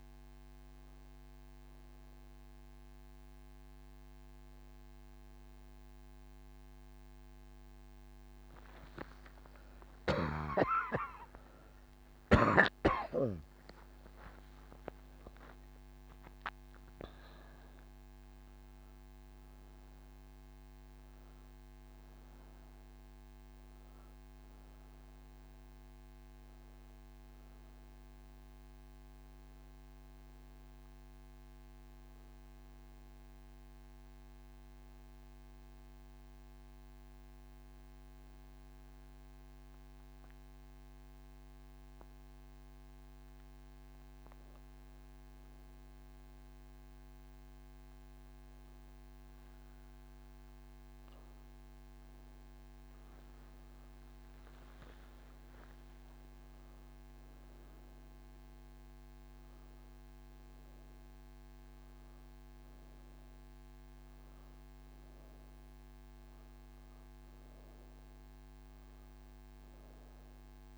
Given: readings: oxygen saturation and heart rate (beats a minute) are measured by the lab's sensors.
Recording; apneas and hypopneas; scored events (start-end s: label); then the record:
breathing in sleep, hard to hear, by a microphone on the trachea; none
none scored
From the record:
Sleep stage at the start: N2 (light sleep); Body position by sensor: on the right side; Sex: female